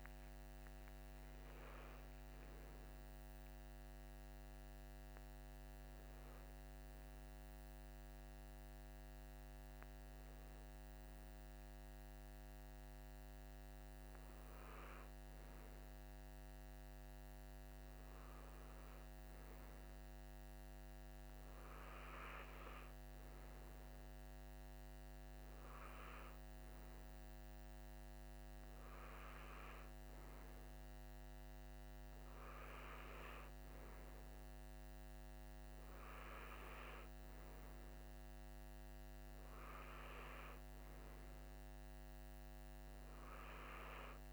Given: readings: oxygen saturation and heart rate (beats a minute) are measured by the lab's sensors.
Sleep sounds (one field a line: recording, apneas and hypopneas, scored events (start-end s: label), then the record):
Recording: breathing in sleep by a microphone on the trachea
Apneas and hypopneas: none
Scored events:
none scored
From the record:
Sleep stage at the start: N2 (light sleep)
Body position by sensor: on the right side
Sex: male